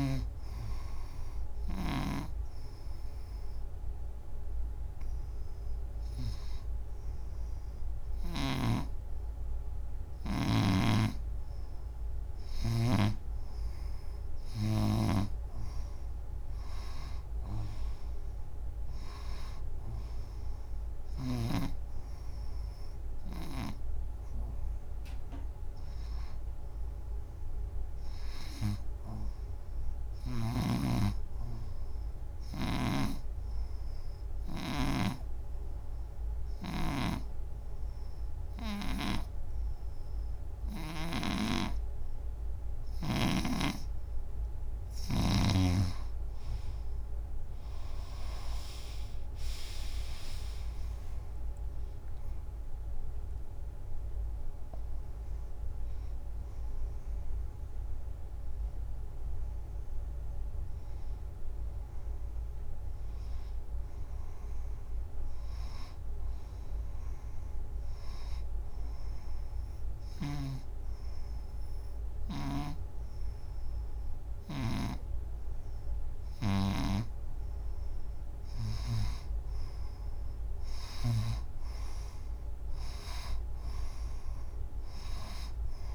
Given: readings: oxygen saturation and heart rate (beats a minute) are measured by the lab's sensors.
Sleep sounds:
breathing in sleep by a room microphone; 4
2.00-8.50 s: snoring (device-marked)
2.00-13.00 s: obstructive apnea (oxygen 94% before, 82% lowest, heart rate 91 before, 87 extreme, up 3 after)
5.00-13.00 s: oxygen desaturation (device-marked, oxygen 94% before, 87% lowest, heart rate 91 before, 87 extreme)
10.50-15.00 s: snoring (device-marked)
15.00-19.00 s: arousal
15.00-30.00 s: oxygen desaturation (device-marked, oxygen 95% before, 90% lowest, heart rate 90 before, 85 extreme)
32.50-37.00 s: snoring (device-marked)
34.50-44.50 s: obstructive apnea (oxygen 95% before, 82% lowest, heart rate 91 before, 85 extreme, up 3 after)
41.50-45.50 s: snoring (device-marked)
46.00-49.50 s: arousal
47.00-74.00 s: oxygen desaturation (device-marked, oxygen 92% before, 82% lowest, heart rate 89 before, 85 extreme)
51.50-62.50 s: hypopnea (oxygen 94% before, 82% lowest, heart rate 88 before, 85 extreme, up 0 after)
64.00-66.50 s: arousal
68.50-79.00 s: obstructive apnea (oxygen 92% before, 83% lowest, heart rate 95 before, 84 extreme, up 3 after)
70.00-79.00 s: snoring (device-marked)
81.00-84.00 s: arousal
81.00-85.95 s: snoring (device-marked)
From the record:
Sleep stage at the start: N2 (light sleep); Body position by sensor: on the front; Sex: female

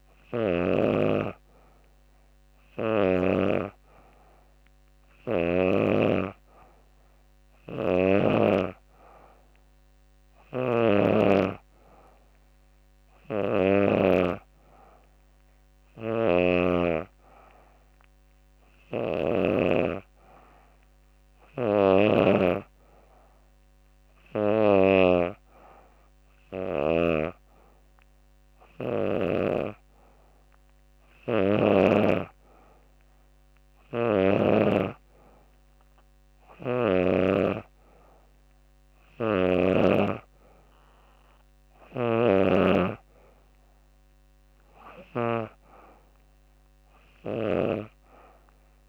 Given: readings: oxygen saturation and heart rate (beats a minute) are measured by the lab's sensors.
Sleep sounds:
breathing in sleep by a microphone on the trachea; none
41.00-48.88 s: new sleep stage, N2 (light sleep)
From the record:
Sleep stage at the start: N3 (deep sleep); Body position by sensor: on the back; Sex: female

